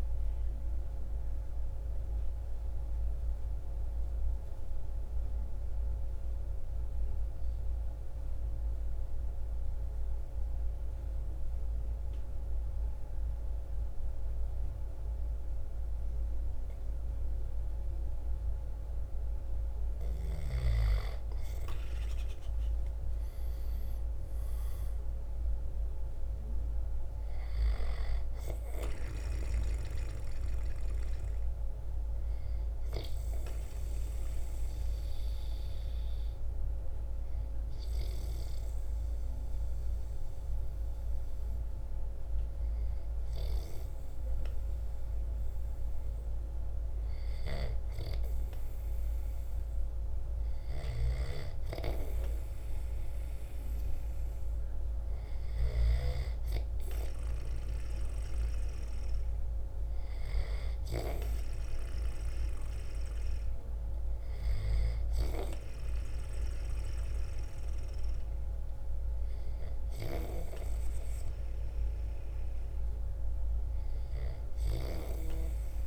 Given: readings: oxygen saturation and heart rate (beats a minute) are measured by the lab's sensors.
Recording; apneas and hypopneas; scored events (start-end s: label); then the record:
breathing in sleep by a room microphone; 2
0.00-5.00 s: drop in pulse transit time (device-marked, heart rate 55 extreme)
0.00-20.00 s: oxygen desaturation (device-marked, oxygen 87% lowest, heart rate 51 extreme)
1.00-19.00 s: obstructive apnea (oxygen 97% before, 87% lowest, heart rate 57 before, 51 extreme, up 8 after)
20.50-25.00 s: arousal
30.00-45.00 s: hypopnea (oxygen 97% before, 89% lowest, heart rate 55 before, 51 extreme, up 4 after)
30.00-49.00 s: oxygen desaturation (device-marked, oxygen 97% before, 89% lowest, heart rate 55 before, 51 extreme)
47.50-51.50 s: arousal
50.00-55.50 s: snoring (device-marked)
63.00-73.00 s: oxygen desaturation (device-marked, oxygen 96% before, 91% lowest, heart rate 54 before, 53 extreme)
65.00-75.87 s: drop in pulse transit time (device-marked, heart rate 54 before, 54 extreme)
74.00-75.87 s: snoring (device-marked)
From the record:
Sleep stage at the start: N2 (light sleep); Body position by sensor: on the back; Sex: male